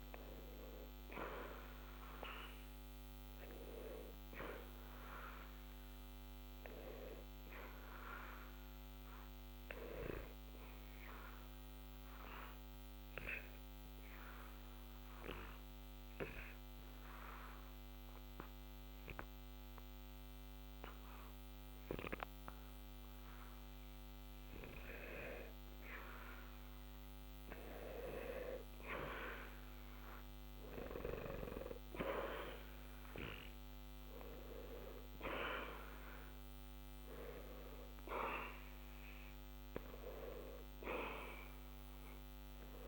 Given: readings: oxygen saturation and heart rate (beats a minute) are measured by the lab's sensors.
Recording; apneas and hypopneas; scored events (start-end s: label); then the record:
breathing in sleep by a microphone on the trachea; 1
10.50-25.00 s: obstructive apnea (oxygen 93% before, 89% lowest, heart rate 60 before, 60 extreme, up 0 after)
27.00-31.00 s: arousal
From the record:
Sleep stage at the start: N2 (light sleep); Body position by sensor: on the back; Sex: male